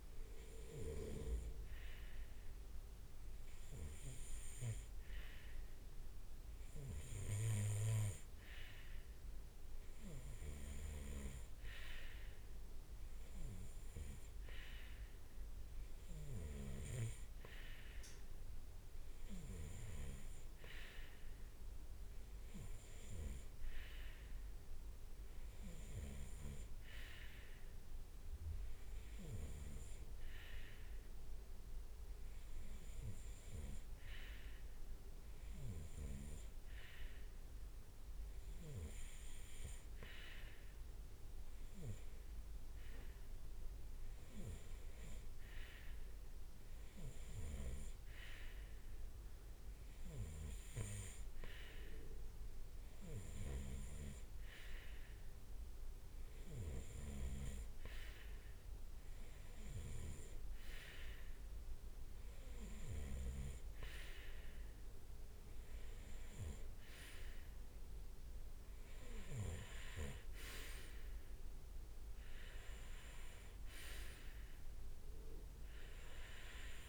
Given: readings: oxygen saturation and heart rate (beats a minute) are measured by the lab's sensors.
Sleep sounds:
breathing in sleep by a room microphone; none
none scored
From the record:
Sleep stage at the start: REM sleep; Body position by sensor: on the right side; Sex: male

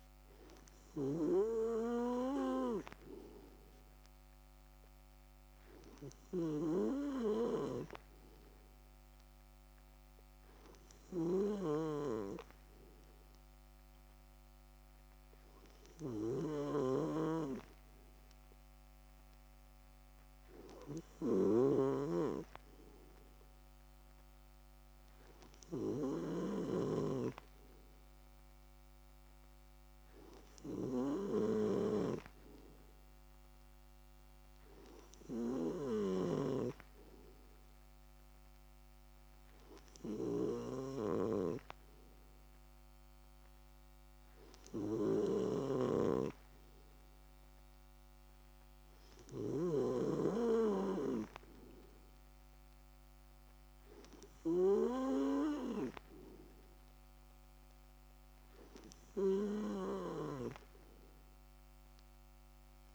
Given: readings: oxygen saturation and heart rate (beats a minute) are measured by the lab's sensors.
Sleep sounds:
breathing in sleep by a microphone on the trachea; none
16.00-27.00 s: snoring (device-marked)
From the record:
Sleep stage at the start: N2 (light sleep); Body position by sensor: on the left side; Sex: male

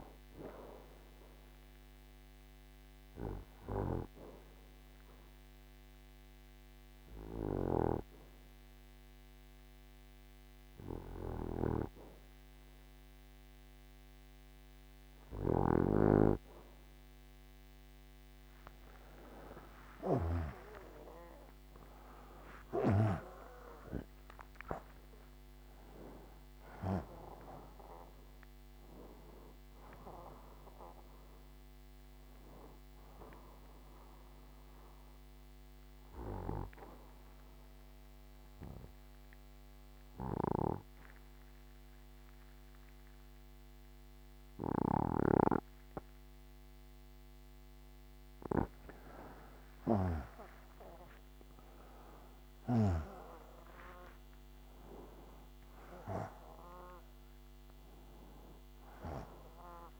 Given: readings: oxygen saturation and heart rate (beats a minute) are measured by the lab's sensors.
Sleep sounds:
breathing in sleep by a microphone on the trachea; 2
3.00-18.00 s: central apnea (oxygen 95% before, 91% lowest, heart rate 82 before, 61 extreme, up 21 after)
21.00-26.00 s: arousal
26.00-38.00 s: oxygen desaturation (device-marked, oxygen 95% before, 92% lowest, heart rate 66 before, 64 extreme)
33.00-48.00 s: central apnea (oxygen 95% before, 90% lowest, heart rate 73 before, 64 extreme, up 29 after)
51.00-55.00 s: arousal
53.00-60.00 s: oxygen desaturation (device-marked, oxygen 97% before, 91% lowest, heart rate 79 before, 64 extreme)
From the record:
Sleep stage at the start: N2 (light sleep); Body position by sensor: on the right side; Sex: male

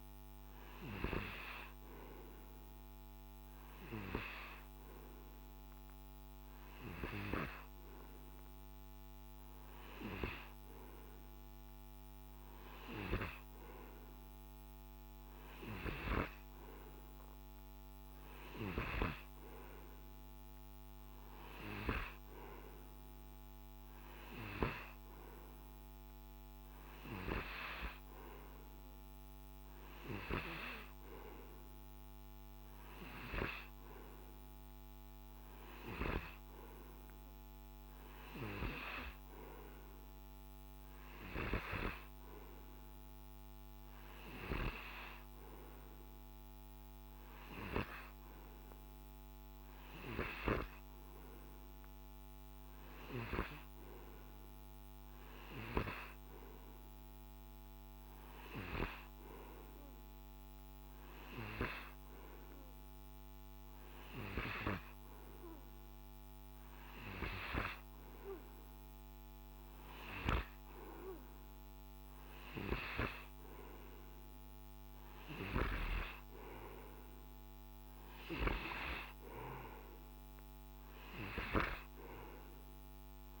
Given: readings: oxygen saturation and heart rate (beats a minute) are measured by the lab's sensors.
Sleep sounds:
breathing in sleep by a microphone on the trachea; none
none scored
From the record:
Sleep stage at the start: N2 (light sleep); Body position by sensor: on the right side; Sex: male

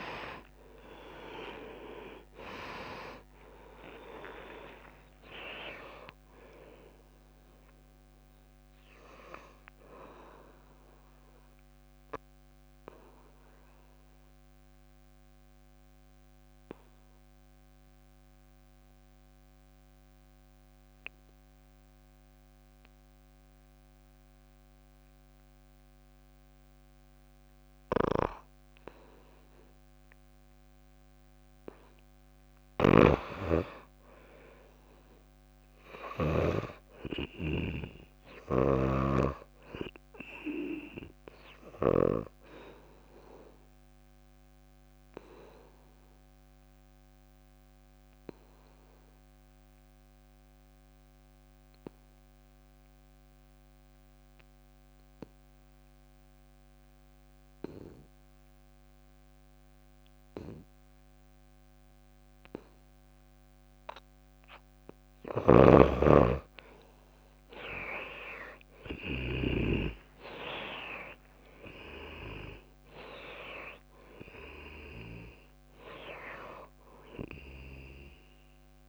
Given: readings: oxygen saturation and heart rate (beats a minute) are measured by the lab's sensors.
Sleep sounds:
breathing in sleep by a microphone on the trachea; 2
0.00-4.00 s: arousal
0.00-21.00 s: oxygen desaturation (device-marked, oxygen 71% lowest, heart rate 59 extreme)
0.50-2.50 s: long interval between heartbeats (device-marked, heart rate 67 before, 83 extreme)
11.50-31.00 s: obstructive apnea (oxygen 96% before, 71% lowest, heart rate 76 before, 56 extreme, up 7 after)
33.00-36.50 s: snoring (device-marked)
33.50-38.00 s: arousal
38.00-53.00 s: oxygen desaturation (device-marked, oxygen 98% before, 86% lowest, heart rate 65 before, 56 extreme)
44.50-65.00 s: obstructive apnea (oxygen 99% before, 79% lowest, heart rate 66 before, 59 extreme, up 12 after)
63.00-78.89 s: oxygen desaturation (device-marked, oxygen 96% before, 79% lowest, heart rate 61 before, 59 extreme)
65.50-69.50 s: snoring (device-marked)
66.50-71.00 s: arousal
From the record:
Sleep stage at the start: N2 (light sleep); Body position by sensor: on the back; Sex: female

